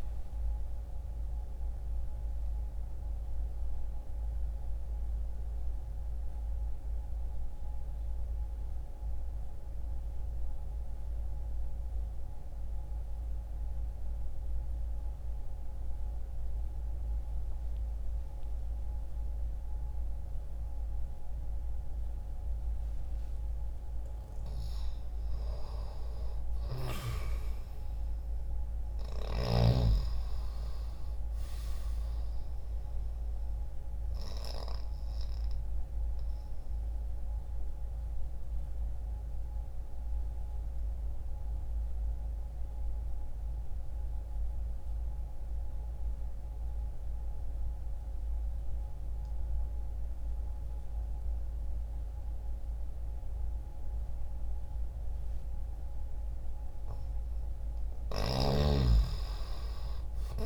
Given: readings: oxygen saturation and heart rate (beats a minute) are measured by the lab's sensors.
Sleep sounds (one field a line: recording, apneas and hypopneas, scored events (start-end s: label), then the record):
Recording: breathing in sleep by a room microphone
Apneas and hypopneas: 2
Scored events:
5.00-23.50 s: mixed apnea (oxygen 96% before, 86% lowest, heart rate 94 before, 59 extreme, up 0 after)
10.50-23.50 s: oxygen desaturation (device-marked, oxygen 93% before, 86% lowest, heart rate 95 before, 60 extreme)
25.50-29.50 s: arousal
29.50-57.50 s: oxygen desaturation (device-marked, oxygen 98% before, 86% lowest, heart rate 60 before, 60 extreme)
33.50-56.00 s: obstructive apnea (oxygen 98% before, 86% lowest, heart rate 60 before, 60 extreme, up 0 after)
58.50-60.46 s: arousal
From the record:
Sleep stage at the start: N2 (light sleep)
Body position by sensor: on the left side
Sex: male